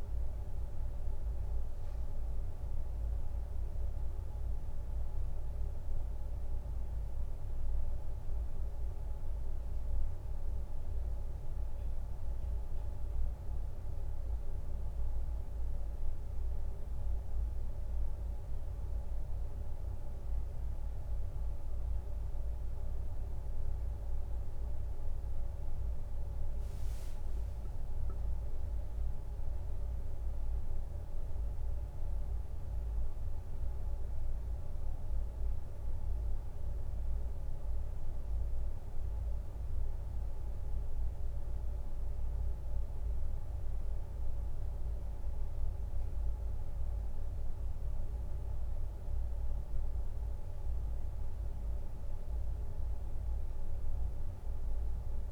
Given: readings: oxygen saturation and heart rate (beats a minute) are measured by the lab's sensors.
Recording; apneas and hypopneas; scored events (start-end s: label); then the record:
a person awake in a sleep study, hard to hear, by a room microphone; none
26.00-27.50 s: leg movement (device-marked)
From the record:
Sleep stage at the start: awake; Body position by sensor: on the right side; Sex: male